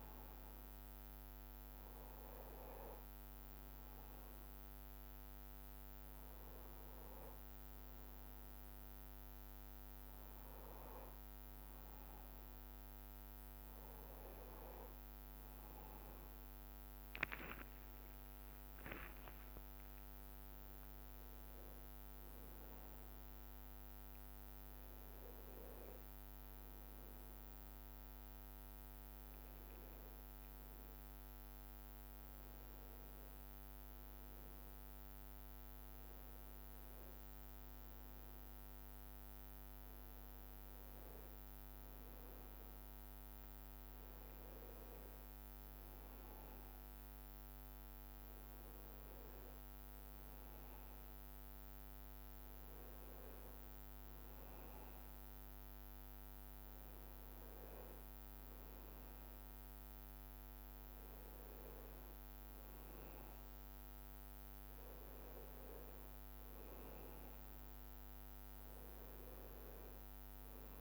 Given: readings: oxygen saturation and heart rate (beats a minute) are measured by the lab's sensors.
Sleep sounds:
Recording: breathing in sleep, hard to hear, by a microphone on the trachea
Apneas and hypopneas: none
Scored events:
18.00-21.50 s: arousal
From the record:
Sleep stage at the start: N1 (lightest sleep)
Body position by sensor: on the back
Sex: male

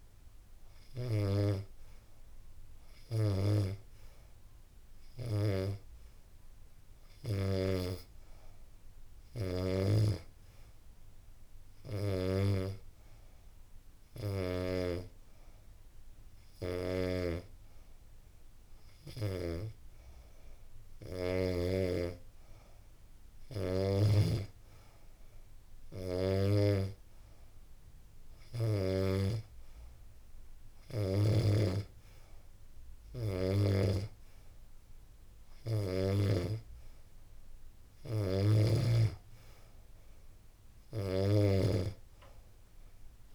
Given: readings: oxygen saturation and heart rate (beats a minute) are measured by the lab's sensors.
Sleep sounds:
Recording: breathing in sleep by a room microphone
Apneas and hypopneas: none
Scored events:
37.50-43.34 s: snoring (device-marked)
From the record:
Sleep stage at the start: N2 (light sleep)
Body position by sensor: on the back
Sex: female

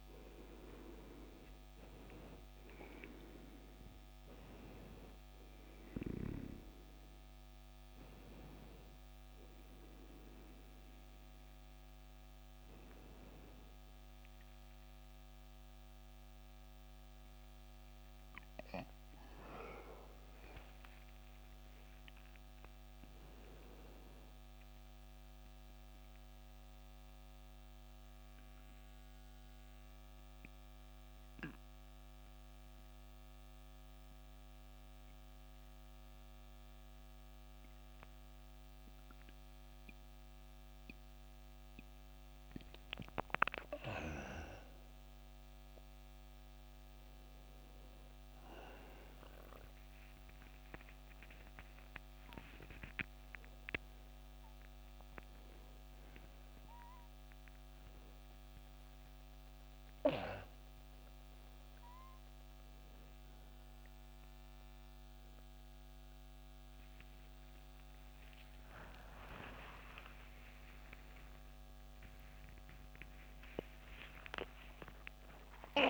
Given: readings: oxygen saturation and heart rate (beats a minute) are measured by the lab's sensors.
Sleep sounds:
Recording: a person partly awake in a sleep study, by a microphone on the trachea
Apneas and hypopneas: 1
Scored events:
0.50-27.50 s: oxygen desaturation (device-marked, oxygen 96% before, 84% lowest, heart rate 70 before, 70 extreme)
18.00-22.50 s: arousal
26.00-43.50 s: central apnea (oxygen 96% before, 92% lowest, heart rate 80 before, 74 extreme, up 3 after)
49.50-75.90 s: new sleep stage, awake
68.50-75.90 s: oxygen desaturation (device-marked, oxygen 97% before, 94% lowest, heart rate 96 before, 69 extreme)
From the record:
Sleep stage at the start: N1 (lightest sleep)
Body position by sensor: on the back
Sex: male

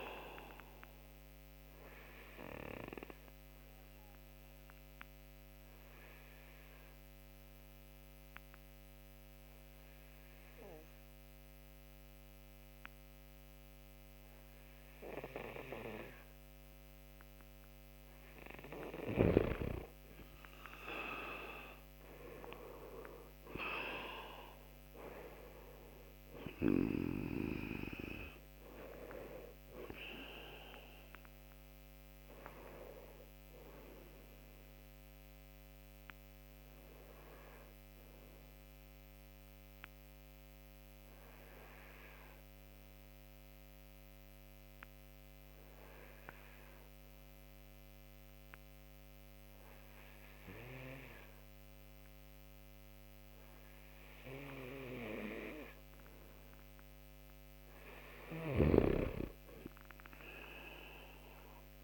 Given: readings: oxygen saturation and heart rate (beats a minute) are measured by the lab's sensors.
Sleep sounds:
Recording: breathing in sleep by a microphone on the trachea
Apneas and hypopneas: 2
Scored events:
0.50-16.50 s: obstructive apnea (oxygen 97% before, 89% lowest)
2.00-15.00 s: oxygen desaturation (device-marked, oxygen 96% before, 90% lowest)
19.50-23.50 s: arousal
26.00-46.00 s: oxygen desaturation (device-marked, oxygen 96% before, 89% lowest)
35.50-56.50 s: obstructive apnea (oxygen 96% before, 89% lowest)
57.00-61.84 s: oxygen desaturation (device-marked, oxygen 96% before, 89% lowest)
57.50-61.84 s: snoring (device-marked)
60.50-61.84 s: arousal
From the record:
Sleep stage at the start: N2 (light sleep)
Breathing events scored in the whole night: 562 in 5.9 hours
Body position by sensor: on the right side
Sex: male

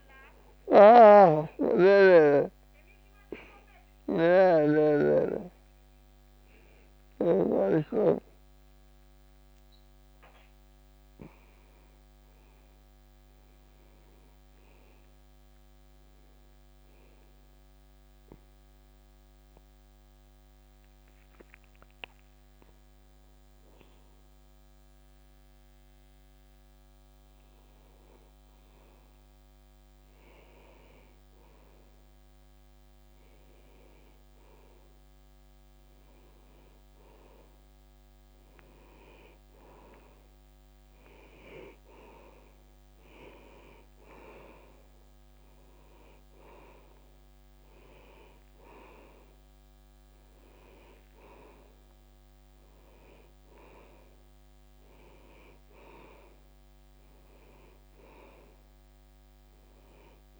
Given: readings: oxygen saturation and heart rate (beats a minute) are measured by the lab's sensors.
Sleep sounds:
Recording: a person partly awake in a sleep study, by a microphone on the trachea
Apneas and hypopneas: none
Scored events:
30.00-60.40 s: new sleep stage, N2 (light sleep)
48.00-60.40 s: oxygen desaturation (device-marked, oxygen 96% before, 91% lowest, heart rate 70 before, 60 extreme)
From the record:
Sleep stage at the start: awake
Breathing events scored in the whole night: 150 in 2.6 hours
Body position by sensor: on the back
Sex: male

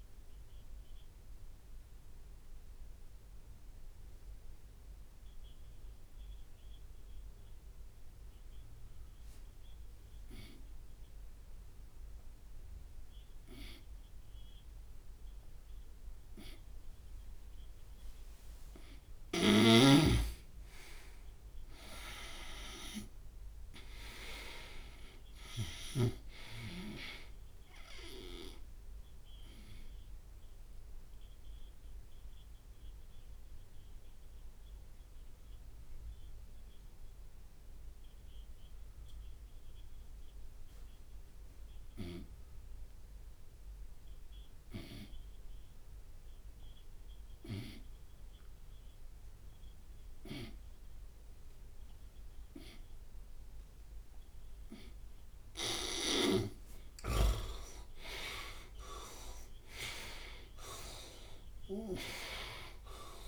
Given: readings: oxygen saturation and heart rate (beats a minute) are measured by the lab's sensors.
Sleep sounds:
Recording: breathing in sleep by a room microphone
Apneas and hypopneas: 2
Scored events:
0.50-18.00 s: obstructive apnea (oxygen 99% before, 88% lowest)
6.00-17.00 s: oxygen desaturation (device-marked, oxygen 97% before, 91% lowest)
20.00-25.00 s: arousal
30.00-54.50 s: obstructive apnea (oxygen 98% before, 84% lowest)
43.00-48.00 s: oxygen desaturation (device-marked, oxygen 94% before, 90% lowest)
57.00-62.00 s: arousal
From the record:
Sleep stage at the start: N2 (light sleep)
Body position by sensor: on the right side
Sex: male

